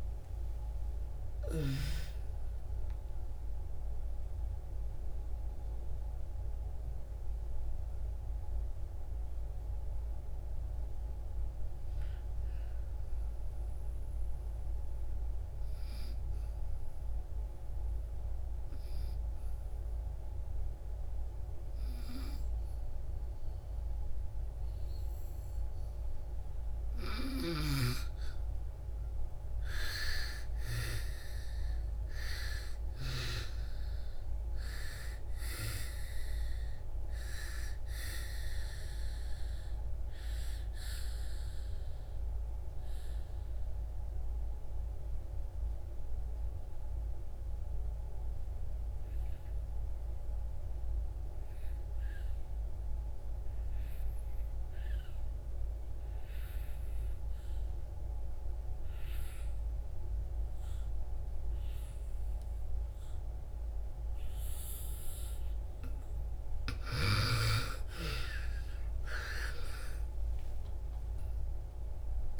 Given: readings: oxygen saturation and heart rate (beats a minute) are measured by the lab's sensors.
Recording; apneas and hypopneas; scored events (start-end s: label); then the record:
breathing in sleep by a room microphone; 2
0.00-18.50 s: oxygen desaturation (device-marked, oxygen 80% lowest)
12.50-26.50 s: obstructive apnea (oxygen 95% before, 79% lowest)
28.50-32.00 s: arousal
30.50-50.50 s: oxygen desaturation (device-marked, oxygen 99% before, 87% lowest)
38.50-63.50 s: obstructive apnea (oxygen 99% before, 79% lowest)
62.50-72.40 s: oxygen desaturation (device-marked, oxygen 98% before, 79% lowest)
66.00-72.00 s: snoring (device-marked)
67.50-72.40 s: arousal
From the record:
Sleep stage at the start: N2 (light sleep); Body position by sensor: on the back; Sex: female